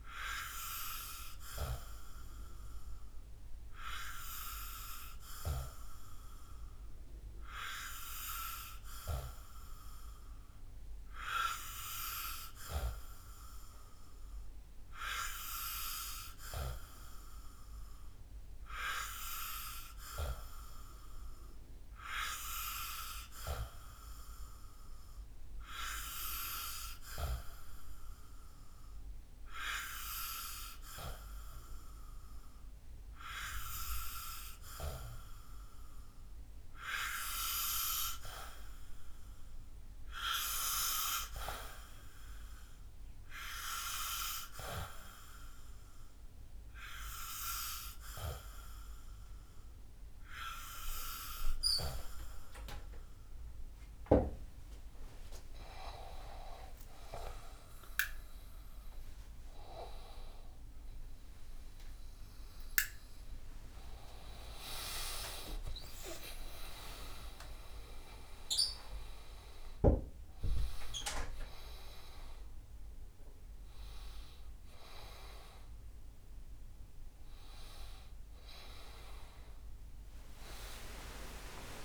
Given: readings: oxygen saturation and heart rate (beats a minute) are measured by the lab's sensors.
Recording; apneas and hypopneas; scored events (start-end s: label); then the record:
breathing in sleep by a room microphone; none
70.00-81.85 s: new sleep stage, awake
From the record:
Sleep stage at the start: N2 (light sleep); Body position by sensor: on the back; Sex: male